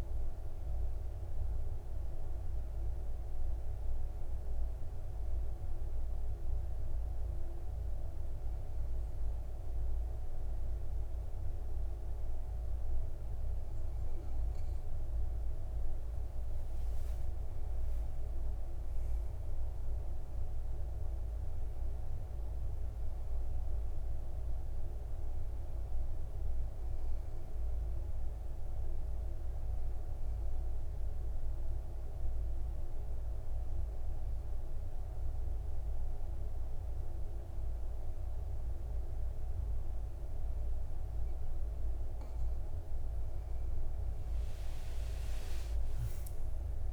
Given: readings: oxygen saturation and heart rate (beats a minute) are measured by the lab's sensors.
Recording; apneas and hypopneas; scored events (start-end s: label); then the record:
breathing in sleep, hard to hear, by a room microphone; 2
0.00-5.50 s: oxygen desaturation (device-marked, oxygen 89% lowest, heart rate 55 extreme)
3.00-16.50 s: obstructive apnea (oxygen 98% before, 92% lowest, heart rate 58 before, 53 extreme, up 13 after)
18.00-23.00 s: arousal
29.00-42.50 s: obstructive apnea (oxygen 100% before, 92% lowest, heart rate 62 before, 51 extreme, up 37 after)
44.50-46.93 s: arousal
45.50-46.93 s: oxygen desaturation (device-marked, oxygen 98% before, 92% lowest, heart rate 56 before, 51 extreme)
From the record:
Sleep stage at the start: N2 (light sleep); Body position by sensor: on the back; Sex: male